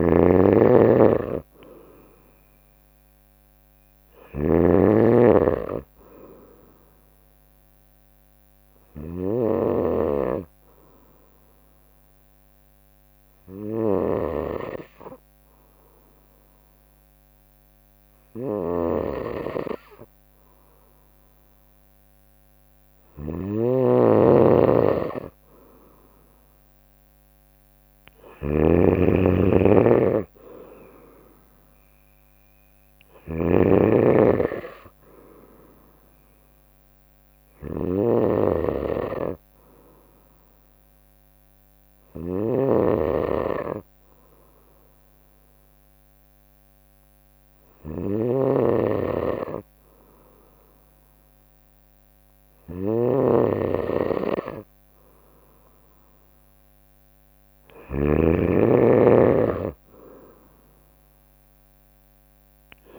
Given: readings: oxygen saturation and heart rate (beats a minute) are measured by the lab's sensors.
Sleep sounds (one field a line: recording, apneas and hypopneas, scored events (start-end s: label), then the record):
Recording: breathing in sleep by a microphone on the trachea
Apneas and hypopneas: 2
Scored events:
0.00-1.00 s: long interval between heartbeats (device-marked, heart rate 78 extreme)
0.00-62.99 s: snoring (device-marked)
3.50-5.50 s: long interval between heartbeats (device-marked, heart rate 66 before, 97 extreme)
9.00-22.50 s: obstructive apnea (oxygen 95% before, 92% lowest, heart rate 76 before, 61 extreme, up 20 after)
13.50-15.50 s: long interval between heartbeats (device-marked, heart rate 77 before, 79 extreme)
23.00-25.00 s: long interval between heartbeats (device-marked, heart rate 82 before, 80 extreme)
25.00-28.00 s: arousal
27.50-29.50 s: long interval between heartbeats (device-marked, heart rate 79 before, 78 extreme)
32.50-34.50 s: long interval between heartbeats (device-marked, heart rate 79 before, 81 extreme)
37.00-53.00 s: hypopnea (oxygen 95% before, 91% lowest, heart rate 79 before, 61 extreme, up 19 after)
52.50-54.50 s: long interval between heartbeats (device-marked, heart rate 67 before, 71 extreme)
55.00-58.00 s: arousal
57.00-59.00 s: long interval between heartbeats (device-marked, heart rate 65 before, 80 extreme)
60.00-62.99 s: drop in pulse transit time (device-marked, heart rate 66 before, 63 extreme)
From the record:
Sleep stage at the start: N2 (light sleep)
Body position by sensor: on the right side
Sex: female